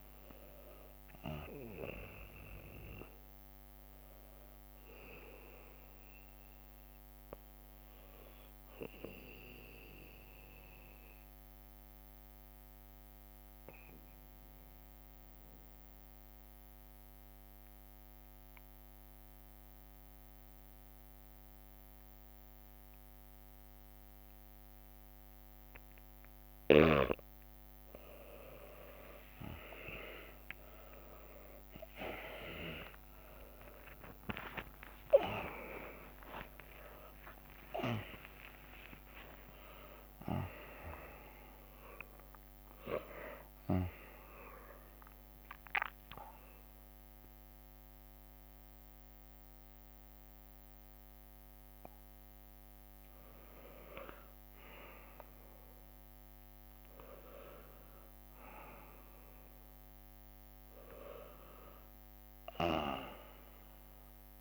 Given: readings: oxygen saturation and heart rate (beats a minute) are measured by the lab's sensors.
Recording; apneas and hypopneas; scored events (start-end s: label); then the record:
breathing in sleep by a microphone on the trachea; 1
0.00-2.00 s: long interval between heartbeats (device-marked, heart rate 65 before, 71 extreme)
1.50-5.50 s: leg movement (device-marked)
8.50-25.50 s: obstructive apnea (oxygen 99% before, 89% lowest, heart rate 68 before, 59 extreme, up 29 after)
11.00-19.00 s: bradycardia (device-marked, heart rate 63 before, 59 extreme)
21.00-24.00 s: bradycardia (device-marked, heart rate 63 before, 59 extreme)
24.00-56.00 s: oxygen desaturation (device-marked, oxygen 97% before, 89% lowest, heart rate 62 before, 59 extreme)
31.00-40.00 s: tachycardia (device-marked, heart rate 63 before, 179 extreme)
31.50-33.50 s: leg movement (device-marked)
32.00-34.00 s: long interval between heartbeats (device-marked, heart rate 60 before, 72 extreme)
32.00-37.50 s: arousal
36.00-38.00 s: long interval between heartbeats (device-marked, heart rate 68 before, 157 extreme)
38.00-40.00 s: long interval between heartbeats (device-marked, heart rate 79 before, 175 extreme)
45.50-47.50 s: long interval between heartbeats (device-marked, heart rate 104 before, 82 extreme)
48.50-54.50 s: leg movement (device-marked)
60.50-61.50 s: leg movement (device-marked)
From the record:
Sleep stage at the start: N2 (light sleep); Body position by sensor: on the right side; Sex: male